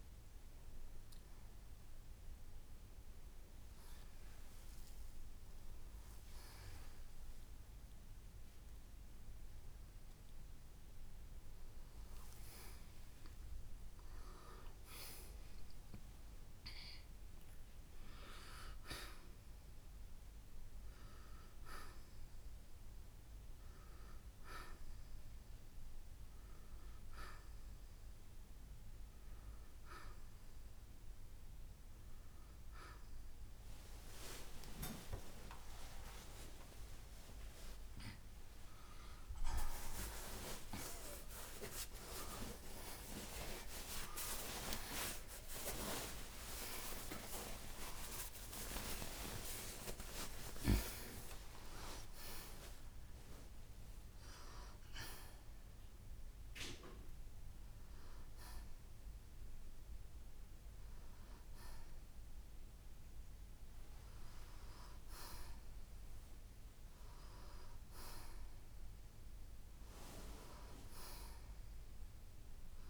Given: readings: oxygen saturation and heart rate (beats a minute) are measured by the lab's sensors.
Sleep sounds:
a person partly awake in a sleep study, by a room microphone; none
22.50-52.50 s: new sleep stage, awake
52.50-72.90 s: new sleep stage, N1 (lightest sleep)
From the record:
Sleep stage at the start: N1 (lightest sleep); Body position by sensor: on the right side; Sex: male

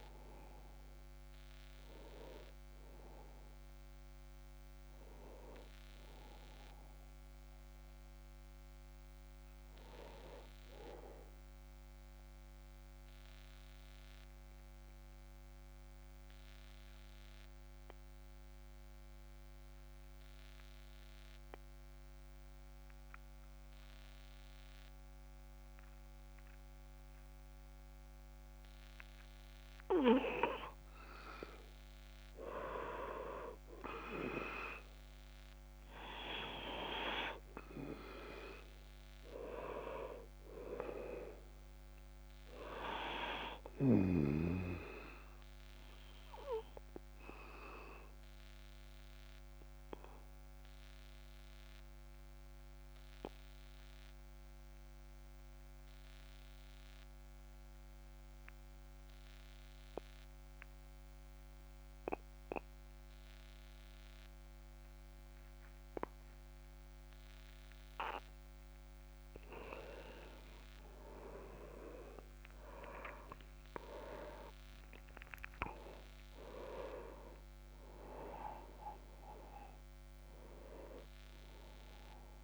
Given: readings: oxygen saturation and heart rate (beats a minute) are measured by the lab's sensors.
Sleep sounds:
breathing in sleep by a microphone on the trachea; 2
0.00-14.50 s: oxygen desaturation (device-marked, oxygen 92% lowest, heart rate 35 extreme)
13.00-31.00 s: obstructive apnea (oxygen 98% before, 95% lowest)
33.00-36.50 s: arousal
38.50-62.50 s: oxygen desaturation (device-marked, oxygen 99% before, 95% lowest)
44.50-69.00 s: obstructive apnea (oxygen 99% before, 93% lowest)
71.00-74.00 s: arousal
From the record:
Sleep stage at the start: N2 (light sleep); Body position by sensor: on the back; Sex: male

